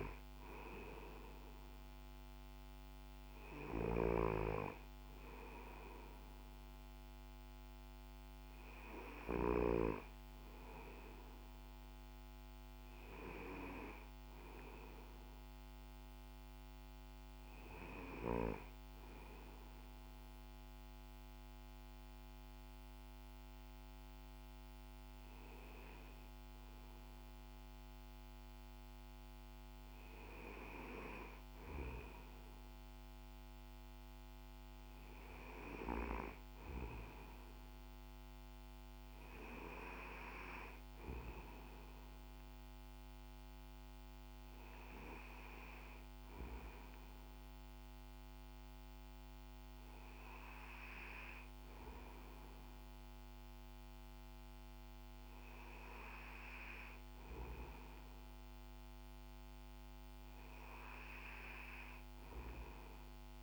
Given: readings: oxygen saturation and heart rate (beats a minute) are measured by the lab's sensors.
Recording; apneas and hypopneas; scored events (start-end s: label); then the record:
breathing in sleep by a microphone on the trachea; none
none scored
From the record:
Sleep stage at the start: N2 (light sleep); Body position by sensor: on the back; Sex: male